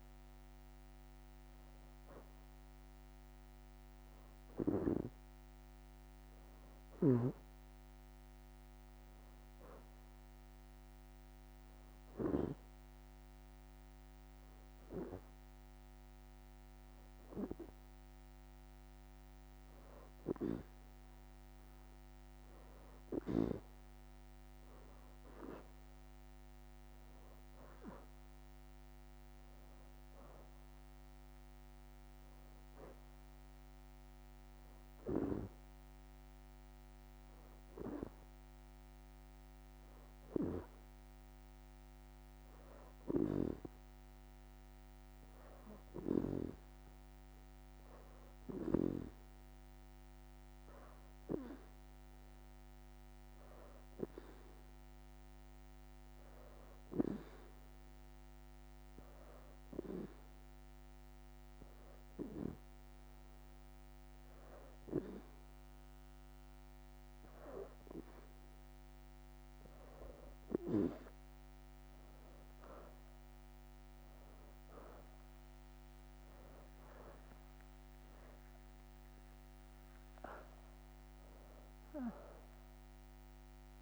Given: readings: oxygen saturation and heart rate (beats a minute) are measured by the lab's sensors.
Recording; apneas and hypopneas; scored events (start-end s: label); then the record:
breathing in sleep by a microphone on the trachea; 2
0.00-1.00 s: leg movement (device-marked)
1.00-3.00 s: leg movement (device-marked)
8.00-10.00 s: leg movement (device-marked)
8.00-15.00 s: oxygen desaturation (device-marked, oxygen 94% before, 91% lowest, heart rate 84 before, 80 extreme)
11.00-22.50 s: hypopnea (oxygen 94% before, 86% lowest, heart rate 85 before, 80 extreme, up 9 after)
24.00-27.50 s: arousal
25.00-28.00 s: leg movement (device-marked)
30.00-46.00 s: oxygen desaturation (device-marked, oxygen 92% before, 86% lowest, heart rate 83 before, 80 extreme)
43.50-49.50 s: leg movement (device-marked)
44.00-69.50 s: hypopnea (oxygen 92% before, 86% lowest, heart rate 85 before, 82 extreme, up 31 after)
50.00-52.50 s: leg movement (device-marked)
53.00-54.50 s: leg movement (device-marked)
56.00-59.00 s: leg movement (device-marked)
56.00-72.00 s: oxygen desaturation (device-marked, oxygen 94% before, 87% lowest, heart rate 83 before, 81 extreme)
70.50-72.50 s: leg movement (device-marked)
74.00-83.82 s: oxygen desaturation (device-marked, oxygen 89% before, 86% lowest, heart rate 85 before, 80 extreme)
74.50-79.50 s: arousal
75.50-76.50 s: leg movement (device-marked)
From the record:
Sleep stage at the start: N2 (light sleep); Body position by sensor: on the back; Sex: female